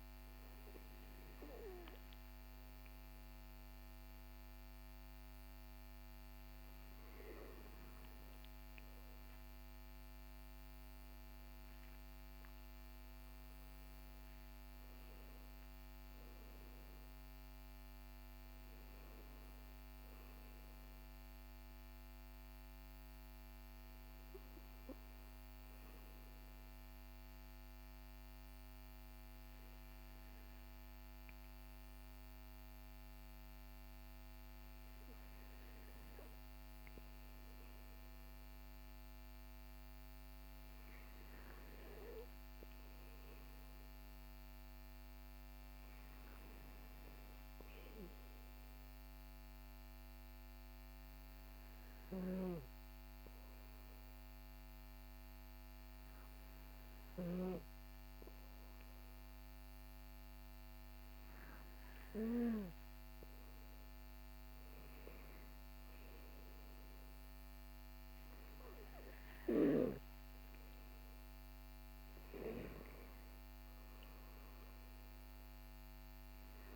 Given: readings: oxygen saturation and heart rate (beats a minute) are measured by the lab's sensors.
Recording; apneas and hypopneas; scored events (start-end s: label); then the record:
breathing in sleep by a microphone on the trachea; none
none scored
From the record:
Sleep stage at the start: N2 (light sleep); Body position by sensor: on the back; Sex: male